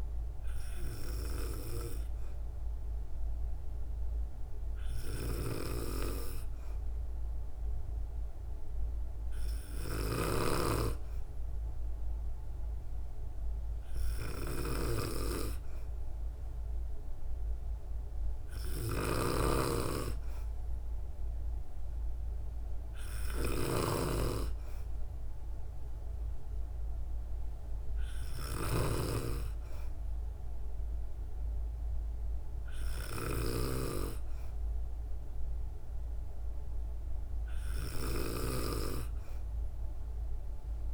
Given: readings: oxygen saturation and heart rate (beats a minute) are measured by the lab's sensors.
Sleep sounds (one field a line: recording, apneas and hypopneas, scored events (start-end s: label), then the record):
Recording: breathing in sleep by a room microphone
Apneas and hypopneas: none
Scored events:
18.50-28.50 s: snoring (device-marked)
From the record:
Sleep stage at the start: N2 (light sleep)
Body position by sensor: on the back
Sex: female